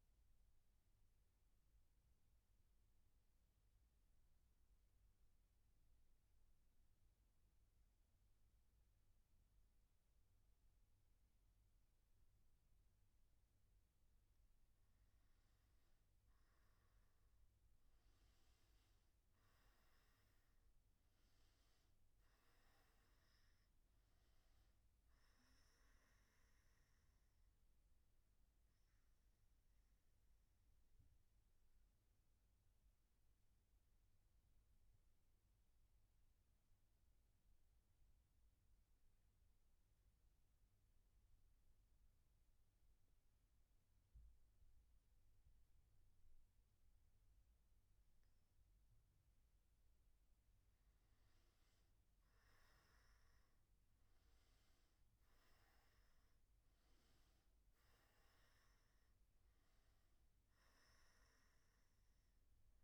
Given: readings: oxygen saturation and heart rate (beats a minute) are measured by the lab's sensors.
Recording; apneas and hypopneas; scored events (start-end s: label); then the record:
breathing in sleep, hard to hear, by a room microphone; none
17.00-37.00 s: oxygen desaturation (device-marked, oxygen 97% before, 93% lowest, heart rate 124 before, 96 extreme)
30.00-62.83 s: new sleep stage, N1 (lightest sleep)
53.00-62.83 s: oxygen desaturation (device-marked, oxygen 97% before, 94% lowest, heart rate 119 before, 109 extreme)
From the record:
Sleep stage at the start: N3 (deep sleep); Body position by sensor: on the back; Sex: male